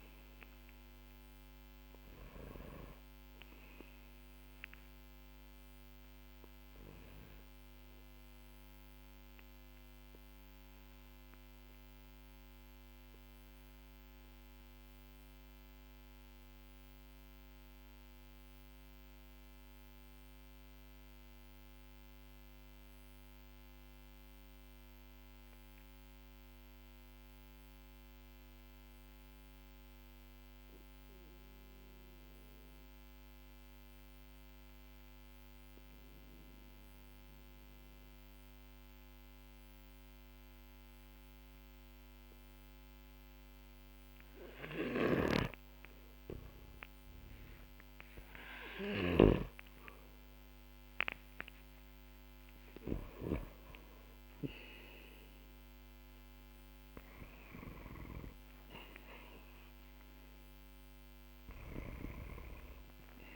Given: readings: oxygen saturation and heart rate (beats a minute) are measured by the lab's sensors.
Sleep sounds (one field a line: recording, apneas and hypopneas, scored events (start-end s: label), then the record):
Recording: breathing in sleep by a microphone on the trachea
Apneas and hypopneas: 1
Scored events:
0.00-27.50 s: oxygen desaturation (device-marked, oxygen 92% lowest, heart rate 46 extreme)
12.00-45.00 s: obstructive apnea (oxygen 97% before, 92% lowest, heart rate 49 before, 43 extreme, up 13 after)
44.00-52.50 s: snoring (device-marked)
47.00-51.50 s: arousal
From the record:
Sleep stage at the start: N2 (light sleep)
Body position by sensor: on the back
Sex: male